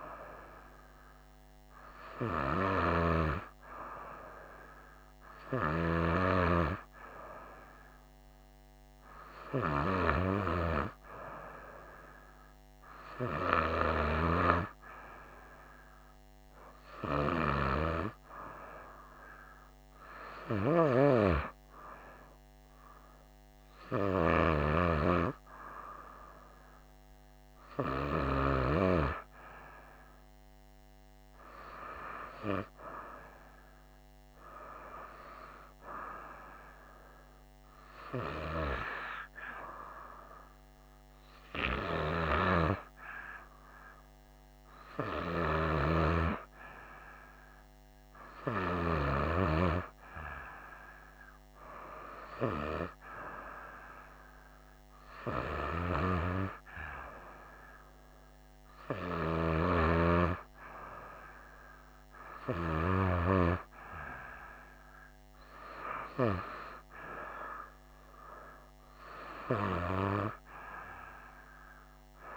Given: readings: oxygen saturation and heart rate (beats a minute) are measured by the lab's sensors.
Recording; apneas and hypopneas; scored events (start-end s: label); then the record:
breathing in sleep by a microphone on the trachea; none
none scored
From the record:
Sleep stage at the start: N2 (light sleep); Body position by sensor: on the right side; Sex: female